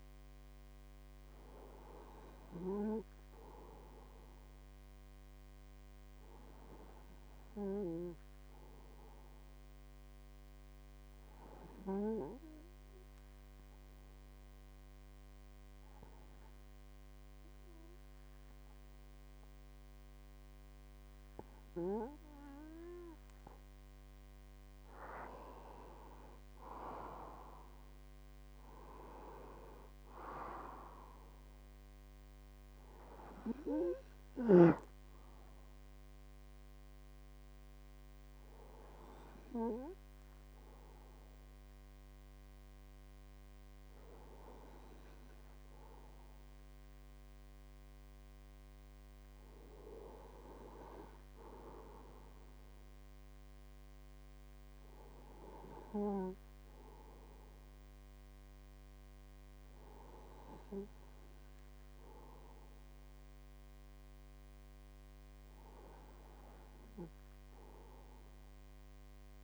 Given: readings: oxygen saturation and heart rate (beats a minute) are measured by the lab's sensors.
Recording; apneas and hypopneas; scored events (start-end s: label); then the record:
breathing in sleep by a microphone on the trachea; 1
9.00-23.50 s: hypopnea (oxygen 98% before, 95% lowest, heart rate 62 before, 50 extreme, up 31 after)
25.00-28.00 s: arousal
From the record:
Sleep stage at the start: N2 (light sleep); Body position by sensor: on the right side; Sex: male